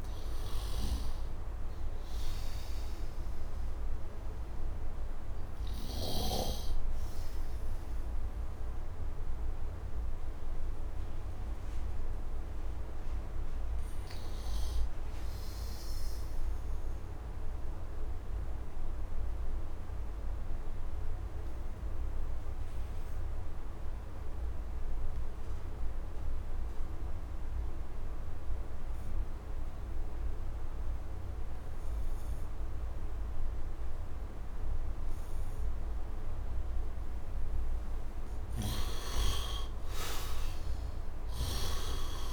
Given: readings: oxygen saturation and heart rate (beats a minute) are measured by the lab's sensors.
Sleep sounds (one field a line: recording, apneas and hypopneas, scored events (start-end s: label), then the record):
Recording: breathing in sleep by a room microphone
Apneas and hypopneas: 1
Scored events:
0.00-16.50 s: oxygen desaturation (device-marked, oxygen 69% lowest, heart rate 72 extreme)
3.00-35.00 s: obstructive apnea (oxygen 99% before, 69% lowest, heart rate 79 before, 68 extreme, up 9 after)
34.50-42.33 s: oxygen desaturation (device-marked, oxygen 98% before, 75% lowest, heart rate 75 before, 68 extreme)
38.50-42.33 s: arousal
From the record:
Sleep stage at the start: N2 (light sleep)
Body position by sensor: on the right side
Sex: male